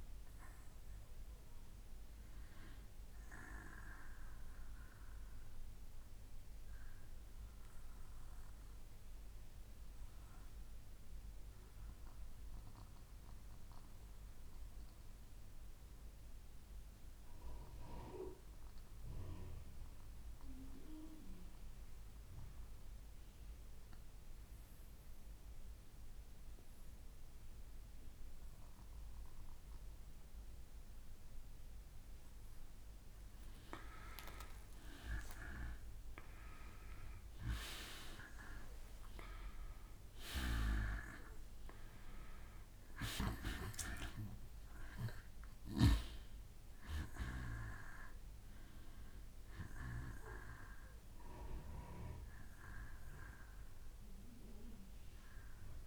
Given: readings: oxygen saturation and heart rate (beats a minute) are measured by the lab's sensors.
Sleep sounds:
breathing in sleep by a room microphone; 1
0.00-19.00 s: oxygen desaturation (device-marked, oxygen 88% lowest, heart rate 61 extreme)
5.00-31.00 s: mixed apnea (oxygen 95% before, 87% lowest, heart rate 67 before, 61 extreme, up 3 after)
32.00-55.86 s: oxygen desaturation (device-marked, oxygen 98% before, 87% lowest, heart rate 62 before, 60 extreme)
33.00-38.00 s: arousal
From the record:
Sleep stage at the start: N2 (light sleep); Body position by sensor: on the back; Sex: male

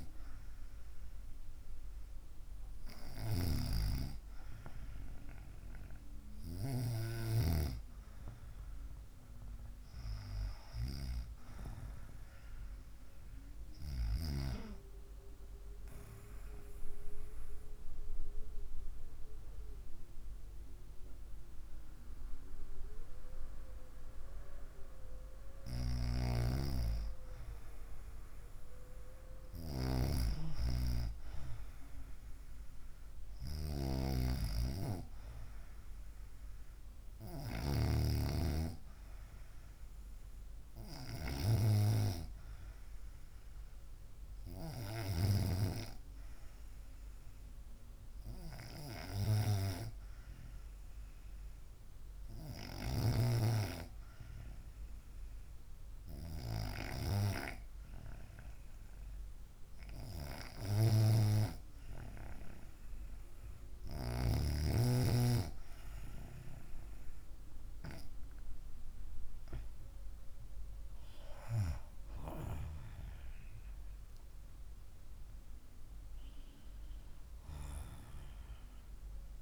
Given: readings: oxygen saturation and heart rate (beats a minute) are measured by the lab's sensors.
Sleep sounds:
breathing in sleep by a room microphone; 2
17.00-27.00 s: obstructive apnea (oxygen 96% before, 93% lowest, heart rate 62 before, 55 extreme)
29.50-32.00 s: arousal
49.00-64.00 s: hypopnea (oxygen 95% before, 93% lowest, heart rate 59 before, 56 extreme, up 2 after)
72.50-77.00 s: arousal
From the record:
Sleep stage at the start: N2 (light sleep); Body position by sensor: on the right side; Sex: female

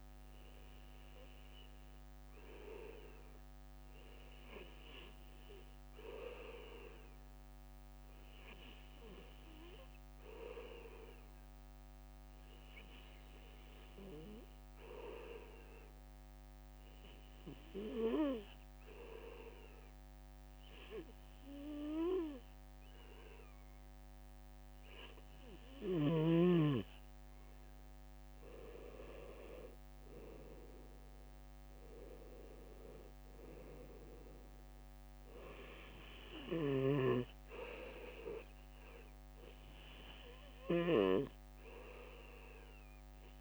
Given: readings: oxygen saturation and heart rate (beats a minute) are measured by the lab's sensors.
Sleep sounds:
breathing in sleep by a microphone on the trachea; 1
0.00-2.50 s: bradycardia (device-marked, heart rate 58 extreme)
0.50-26.50 s: hypopnea (oxygen 98% before, 95% lowest, heart rate 59 before, 56 extreme, up 1 after)
3.50-16.50 s: bradycardia (device-marked, heart rate 59 before, 56 extreme)
29.50-33.50 s: arousal
33.50-43.41 s: bradycardia (device-marked, heart rate 59 before, 58 extreme)
From the record:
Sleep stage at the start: N2 (light sleep); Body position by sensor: on the back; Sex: male

